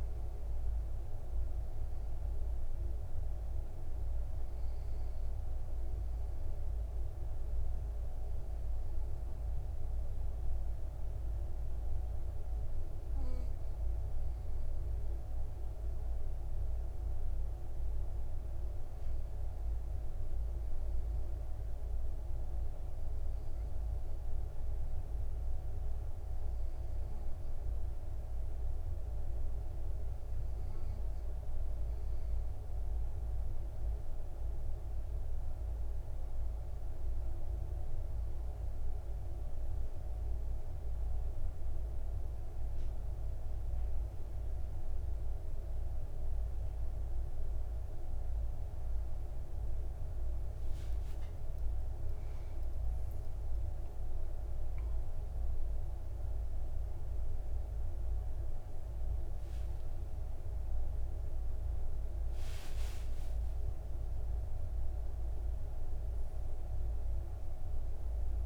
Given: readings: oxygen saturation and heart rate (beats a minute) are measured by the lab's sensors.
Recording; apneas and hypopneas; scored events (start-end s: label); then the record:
breathing in sleep, hard to hear, by a room microphone; 1
21.50-32.50 s: obstructive apnea (oxygen 96% before, 94% lowest, heart rate 59 before, 56 extreme, up 7 after)
34.00-37.00 s: arousal
50.50-54.50 s: arousal
51.50-53.50 s: long interval between heartbeats (device-marked, heart rate 59 before, 66 extreme)
54.00-68.46 s: new sleep stage, N1 (lightest sleep)
64.00-66.00 s: long interval between heartbeats (device-marked, heart rate 66 before, 72 extreme)
From the record:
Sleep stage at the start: N2 (light sleep); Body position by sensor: on the back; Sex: male